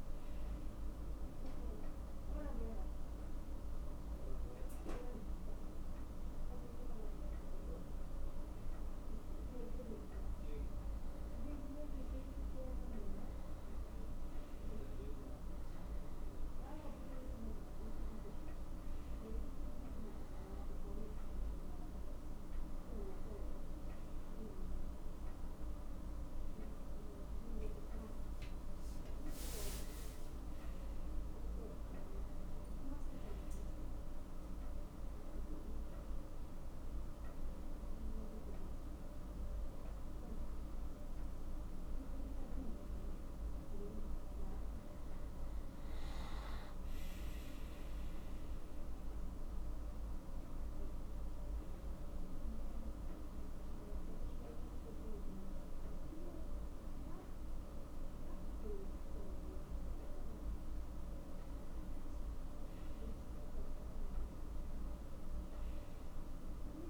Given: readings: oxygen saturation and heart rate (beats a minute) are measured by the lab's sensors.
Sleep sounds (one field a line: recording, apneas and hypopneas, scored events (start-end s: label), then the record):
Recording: a person awake in a sleep study, hard to hear, by a room microphone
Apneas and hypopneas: none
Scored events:
none scored
From the record:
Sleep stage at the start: awake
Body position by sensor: on the back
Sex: male